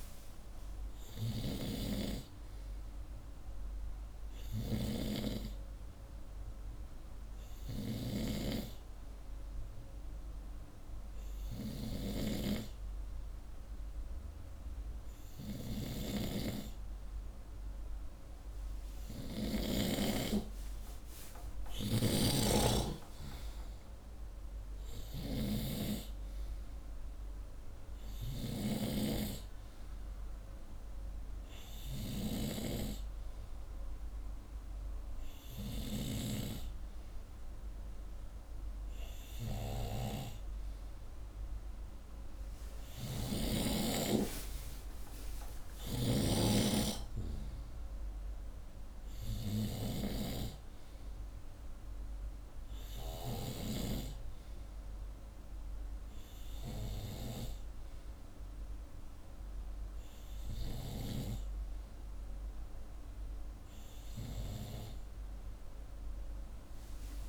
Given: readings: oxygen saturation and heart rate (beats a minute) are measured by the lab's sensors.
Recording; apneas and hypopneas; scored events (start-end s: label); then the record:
breathing in sleep by a room microphone; none
0.00-1.50 s: snoring (device-marked)
15.50-19.50 s: snoring (device-marked)
21.50-32.00 s: snoring (device-marked)
45.50-53.50 s: snoring (device-marked)
From the record:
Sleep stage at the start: N2 (light sleep); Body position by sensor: upright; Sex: male